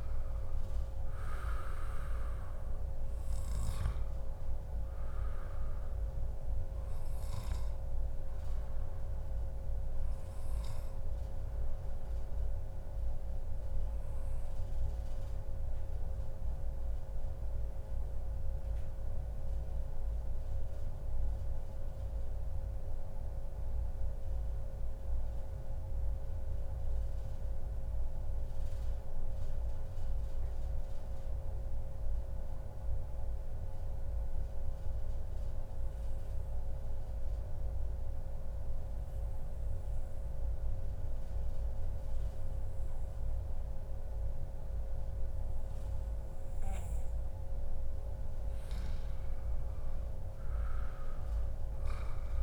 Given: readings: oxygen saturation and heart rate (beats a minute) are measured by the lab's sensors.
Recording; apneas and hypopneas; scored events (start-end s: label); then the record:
breathing in sleep, hard to hear, by a room microphone; 1
0.00-10.50 s: oxygen desaturation (device-marked, oxygen 92% lowest, heart rate 90 extreme)
9.00-11.00 s: long interval between heartbeats (device-marked, heart rate 141 before, 133 extreme)
12.00-47.50 s: mixed apnea (oxygen 97% before, 93% lowest, heart rate 140 before, 96 extreme, up 0 after)
13.50-15.50 s: long interval between heartbeats (device-marked, heart rate 137 before, 95 extreme)
43.50-52.43 s: oxygen desaturation (device-marked, oxygen 98% before, 93% lowest, heart rate 131 before, 121 extreme)
48.50-52.43 s: arousal
From the record:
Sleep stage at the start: N2 (light sleep); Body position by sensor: on the back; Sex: male